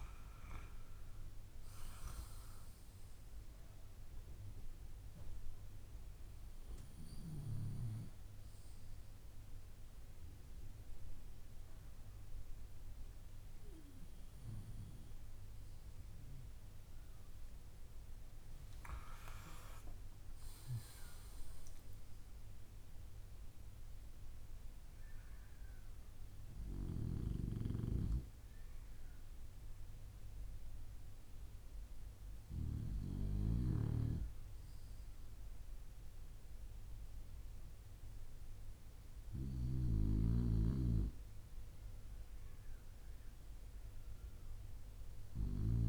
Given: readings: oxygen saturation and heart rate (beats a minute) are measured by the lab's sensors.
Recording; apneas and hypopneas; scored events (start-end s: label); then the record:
breathing in sleep by a room microphone; none
19.00-23.00 s: arousal
From the record:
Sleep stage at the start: N2 (light sleep); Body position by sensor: on the back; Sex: male